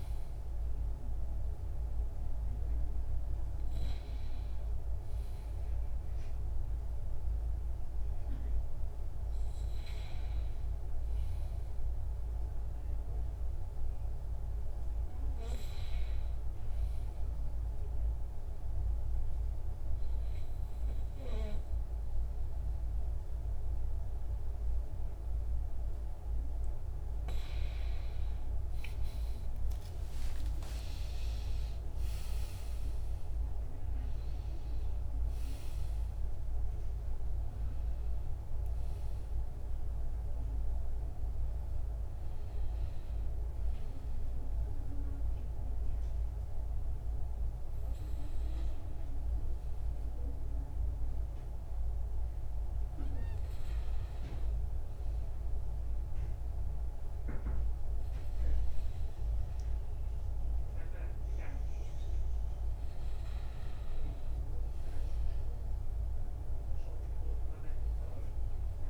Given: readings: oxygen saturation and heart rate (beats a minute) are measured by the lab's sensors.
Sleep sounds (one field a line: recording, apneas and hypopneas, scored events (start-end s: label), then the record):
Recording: breathing in sleep, hard to hear, by a room microphone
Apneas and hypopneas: 1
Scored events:
0.00-14.00 s: oxygen desaturation (device-marked, oxygen 91% lowest, heart rate 69 extreme)
17.50-27.50 s: obstructive apnea (oxygen 99% before, 94% lowest, heart rate 76 before, 68 extreme, up 23 after)
29.00-33.50 s: arousal
38.00-50.00 s: oxygen desaturation (device-marked, oxygen 97% before, 94% lowest, heart rate 77 before, 65 extreme)
From the record:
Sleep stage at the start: N2 (light sleep)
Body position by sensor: on the back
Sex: male